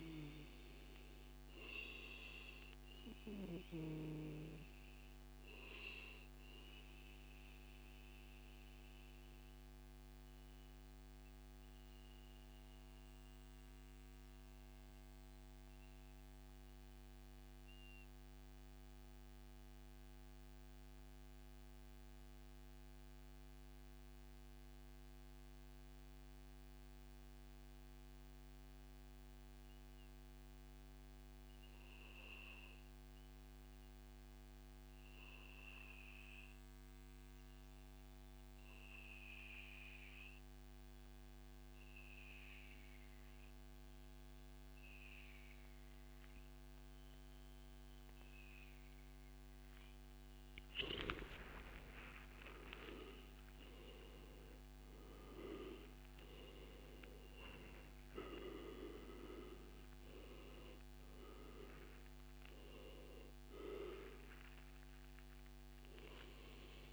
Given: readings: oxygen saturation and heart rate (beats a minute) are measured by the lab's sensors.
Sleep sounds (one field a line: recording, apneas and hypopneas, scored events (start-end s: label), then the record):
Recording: breathing in sleep by a microphone on the trachea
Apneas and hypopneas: 1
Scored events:
0.00-17.50 s: oxygen desaturation (device-marked, oxygen 91% lowest, heart rate 92 extreme)
3.00-49.50 s: mixed apnea (oxygen 96% before, 91% lowest, heart rate 111 before, 92 extreme, up 40 after)
31.50-33.50 s: long interval between heartbeats (device-marked, heart rate 102 before, 108 extreme)
40.50-66.93 s: oxygen desaturation (device-marked, oxygen 98% before, 91% lowest, heart rate 104 before, 108 extreme)
50.50-54.50 s: arousal
From the record:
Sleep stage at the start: N2 (light sleep)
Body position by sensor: on the back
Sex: male